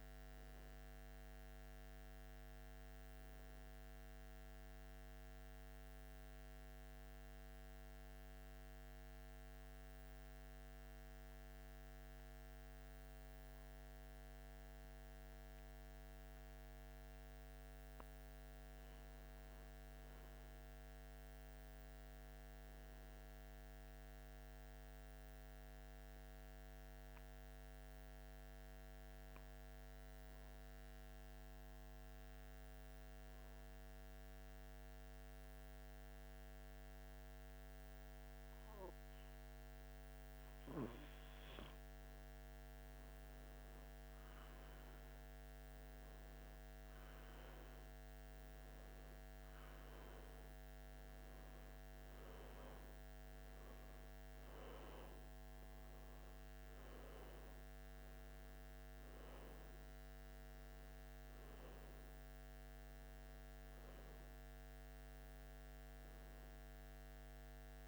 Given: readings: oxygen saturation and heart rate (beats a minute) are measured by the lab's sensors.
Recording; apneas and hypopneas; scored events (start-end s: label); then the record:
breathing in sleep, hard to hear, by a microphone on the trachea; 2
0.00-3.50 s: arousal
6.00-18.00 s: central apnea (oxygen 95% before, 89% lowest, heart rate 81 before, 75 extreme, up 1 after)
8.50-25.50 s: oxygen desaturation (device-marked, oxygen 95% before, 89% lowest, heart rate 81 before, 75 extreme)
19.50-24.00 s: arousal
34.50-44.50 s: hypopnea (oxygen 96% before, 88% lowest, heart rate 80 before, 78 extreme, up 5 after)
47.50-51.00 s: arousal
From the record:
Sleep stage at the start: N2 (light sleep); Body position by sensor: on the back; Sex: male